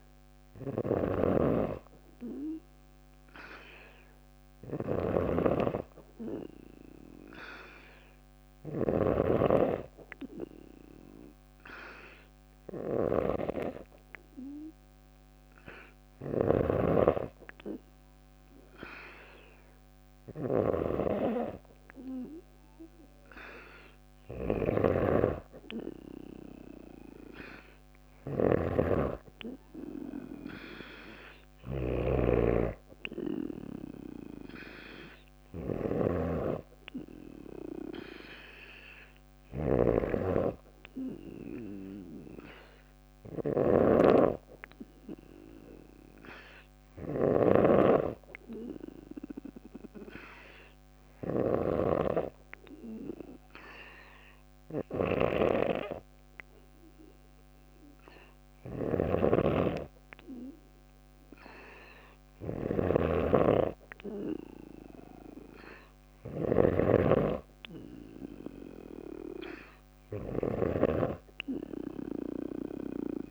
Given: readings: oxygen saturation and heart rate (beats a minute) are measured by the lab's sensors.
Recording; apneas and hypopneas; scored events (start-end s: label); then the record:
breathing in sleep by a microphone on the trachea; none
0.00-73.31 s: snoring (device-marked)
From the record:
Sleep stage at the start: N2 (light sleep); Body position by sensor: on the back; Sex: female